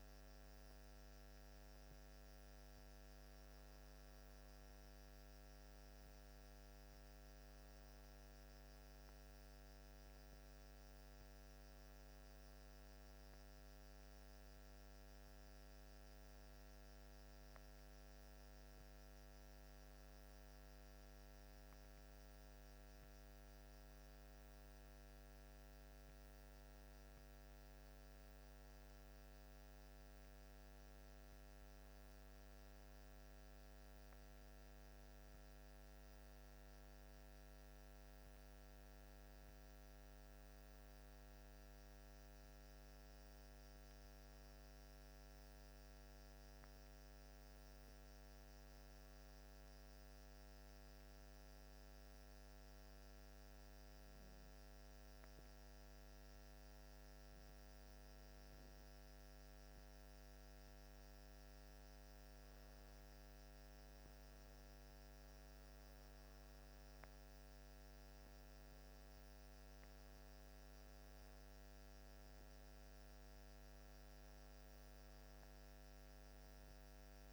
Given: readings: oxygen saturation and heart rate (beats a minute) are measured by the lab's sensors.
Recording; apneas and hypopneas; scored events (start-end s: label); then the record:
breathing in sleep, hard to hear, by a microphone on the trachea; none
none scored
From the record:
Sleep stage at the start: N1 (lightest sleep); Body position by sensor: on the back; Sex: male